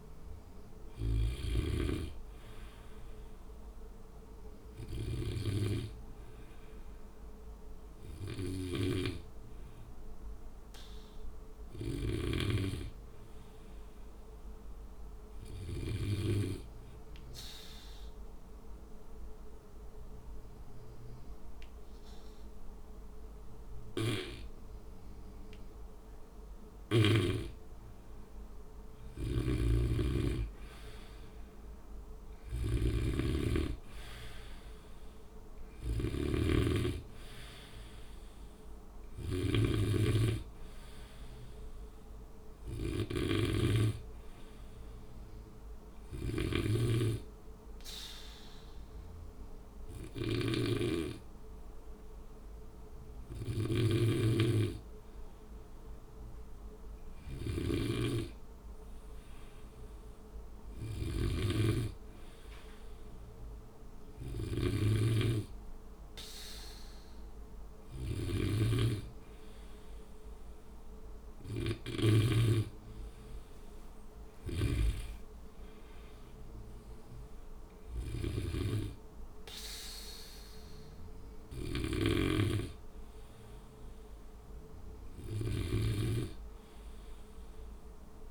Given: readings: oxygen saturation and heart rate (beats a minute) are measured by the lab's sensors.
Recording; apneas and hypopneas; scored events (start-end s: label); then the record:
breathing in sleep by a room microphone; 2
16.00-29.00 s: obstructive apnea (oxygen 96% before, 91% lowest, heart rate 59 before, 59 extreme, up 1 after)
29.00-46.50 s: snoring (device-marked)
33.00-36.00 s: arousal
38.00-54.00 s: oxygen desaturation (device-marked, oxygen 95% before, 91% lowest, heart rate 61 before, 58 extreme)
46.00-60.50 s: hypopnea (oxygen 97% before, 91% lowest, heart rate 61 before, 57 extreme, up 5 after)
57.00-74.50 s: snoring (device-marked)
65.00-68.50 s: arousal
81.50-88.31 s: snoring (device-marked)
From the record:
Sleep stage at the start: N2 (light sleep); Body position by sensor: on the back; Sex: male